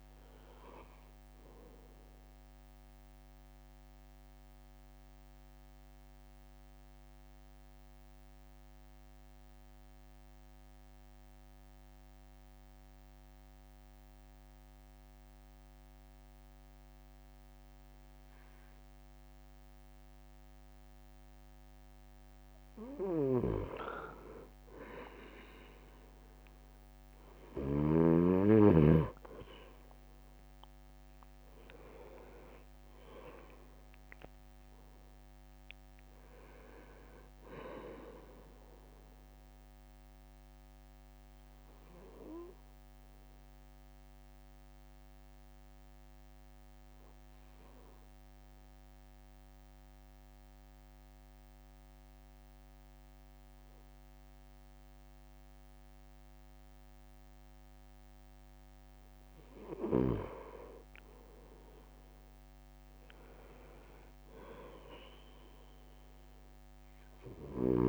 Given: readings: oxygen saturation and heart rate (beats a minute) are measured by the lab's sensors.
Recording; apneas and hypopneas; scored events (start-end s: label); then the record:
breathing in sleep by a microphone on the trachea; 2
2.50-20.50 s: mixed apnea (oxygen 99% before, 95% lowest)
25.00-26.00 s: leg movement (device-marked)
29.50-33.00 s: arousal
29.50-33.00 s: leg movement (device-marked)
40.00-59.00 s: obstructive apnea (oxygen 99% before, 97% lowest)
62.00-65.50 s: arousal
From the record:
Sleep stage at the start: N2 (light sleep); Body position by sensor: on the right side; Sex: male